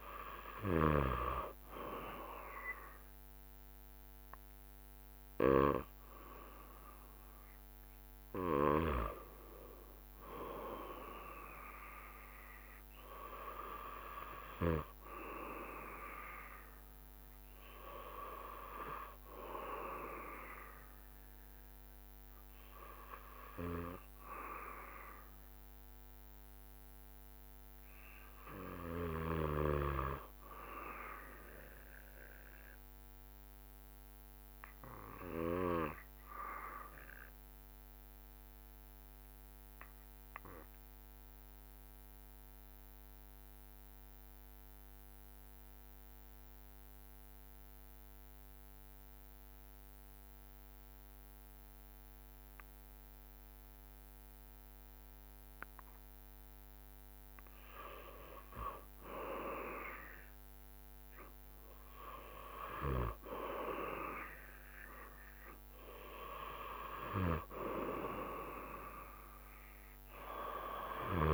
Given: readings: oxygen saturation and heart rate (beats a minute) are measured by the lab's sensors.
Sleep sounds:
breathing in sleep by a microphone on the trachea; 1
32.00-55.00 s: obstructive apnea (oxygen 97% before, 93% lowest, heart rate 67 before, 65 extreme, up 3 after)
55.50-58.50 s: arousal
58.50-71.34 s: drop in pulse transit time (device-marked, heart rate 67 before, 66 extreme)
From the record:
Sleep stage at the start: N2 (light sleep); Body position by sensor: on the back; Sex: male

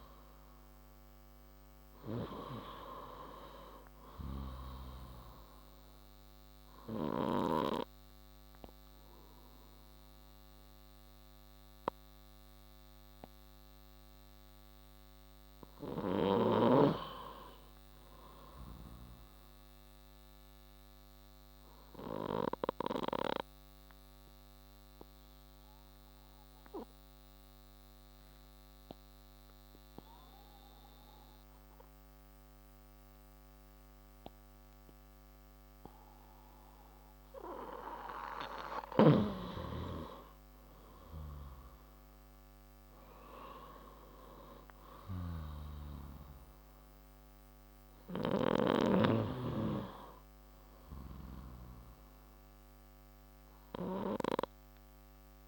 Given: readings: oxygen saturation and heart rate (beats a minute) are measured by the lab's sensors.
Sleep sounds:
breathing in sleep by a microphone on the trachea; 1
0.00-1.00 s: arousal
10.50-25.50 s: oxygen desaturation (device-marked, oxygen 94% before, 90% lowest, heart rate 66 before, 60 extreme)
20.00-38.50 s: obstructive apnea (oxygen 95% before, 90% lowest, heart rate 65 before, 60 extreme, up 4 after)
40.50-44.50 s: arousal
45.50-49.00 s: snoring (device-marked)
45.50-55.48 s: oxygen desaturation (device-marked, oxygen 96% before, 91% lowest, heart rate 69 before, 57 extreme)
From the record:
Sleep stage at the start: N2 (light sleep); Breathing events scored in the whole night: 415 in 6.0 hours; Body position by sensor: on the left side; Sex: male

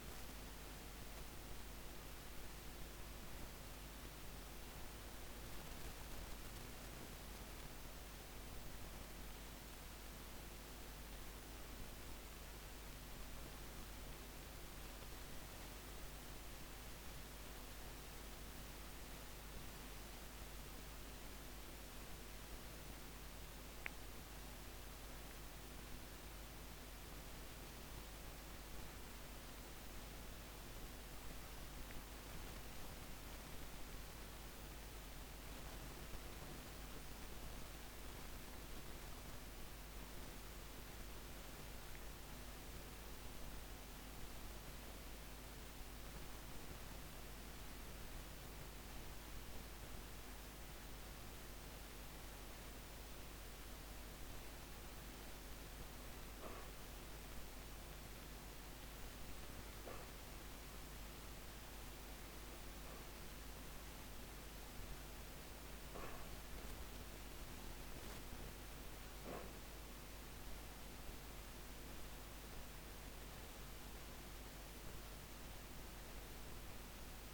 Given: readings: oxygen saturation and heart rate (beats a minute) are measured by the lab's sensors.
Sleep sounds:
breathing in sleep, hard to hear, by a microphone on the trachea; none
23.00-28.00 s: arousal
55.50-77.34 s: new sleep stage, N2 (light sleep)
From the record:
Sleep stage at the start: N1 (lightest sleep); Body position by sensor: on the back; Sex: female

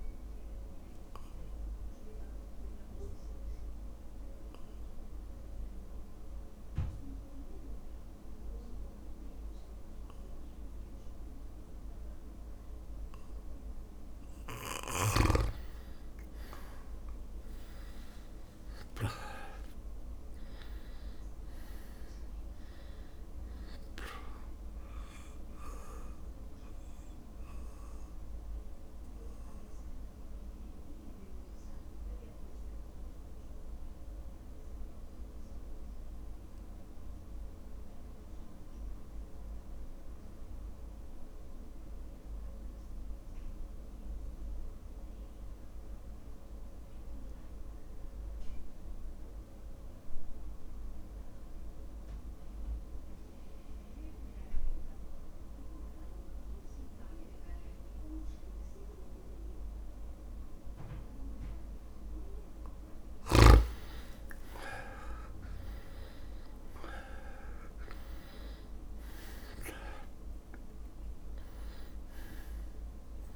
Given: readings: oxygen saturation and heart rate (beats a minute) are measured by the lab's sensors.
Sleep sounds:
breathing in sleep by a room microphone; 2
0.00-11.50 s: oxygen desaturation (device-marked, oxygen 95% lowest, heart rate 53 extreme)
1.00-14.50 s: mixed apnea (oxygen 100% before, 89% lowest, heart rate 55 before, 53 extreme, up 3 after)
17.00-20.50 s: arousal
20.50-42.50 s: oxygen desaturation (device-marked, oxygen 97% before, 89% lowest, heart rate 55 before, 53 extreme)
25.50-63.00 s: mixed apnea (oxygen 98% before, 83% lowest, heart rate 55 before, 53 extreme, up 2 after)
59.50-73.36 s: oxygen desaturation (device-marked, oxygen 99% before, 83% lowest, heart rate 55 before, 54 extreme)
65.00-69.50 s: arousal
68.50-73.36 s: drop in pulse transit time (device-marked, heart rate 55 before, 54 extreme)
From the record:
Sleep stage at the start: N2 (light sleep); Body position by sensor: on the back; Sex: male

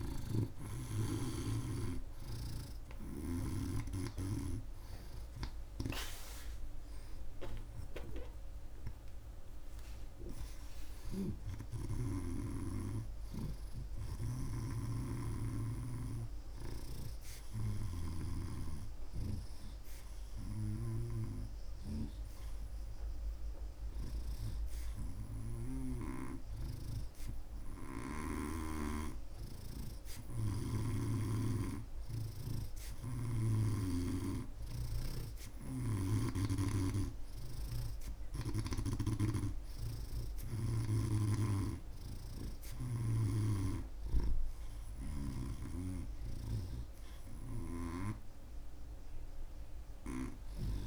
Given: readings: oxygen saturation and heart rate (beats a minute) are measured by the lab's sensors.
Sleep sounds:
breathing in sleep by a room microphone; none
0.00-3.50 s: snoring (device-marked)
0.00-6.50 s: oxygen desaturation (device-marked, oxygen 88% lowest)
6.50-10.00 s: arousal
11.00-14.50 s: snoring (device-marked)
21.50-26.00 s: snoring (device-marked)
35.50-39.00 s: snoring (device-marked)
43.50-48.00 s: snoring (device-marked)
From the record:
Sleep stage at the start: N2 (light sleep); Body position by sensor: on the right side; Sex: male

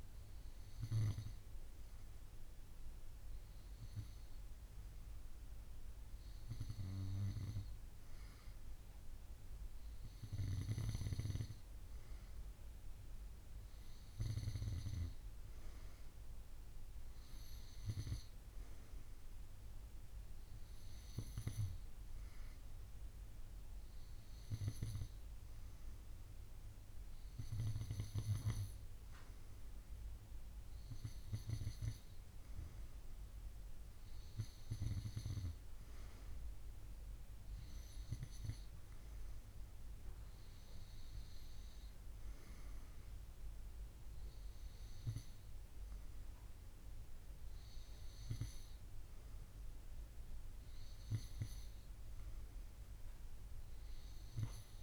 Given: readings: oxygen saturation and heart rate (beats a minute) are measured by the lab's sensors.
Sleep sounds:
breathing in sleep by a room microphone; none
none scored
From the record:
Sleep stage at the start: N2 (light sleep); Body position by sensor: on the right side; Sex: female

